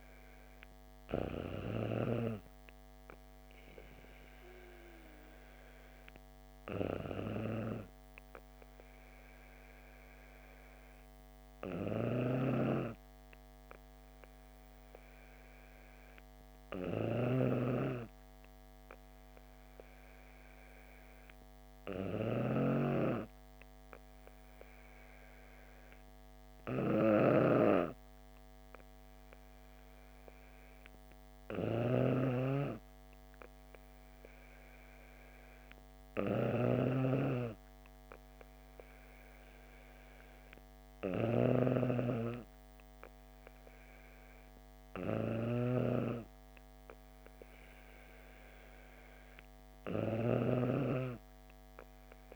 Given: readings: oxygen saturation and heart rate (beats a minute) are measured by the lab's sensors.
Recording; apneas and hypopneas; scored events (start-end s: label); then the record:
breathing in sleep by a microphone on the trachea; none
17.00-22.50 s: snoring (device-marked)
31.50-50.50 s: snoring (device-marked)
From the record:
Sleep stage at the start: N2 (light sleep); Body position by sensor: on the back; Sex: female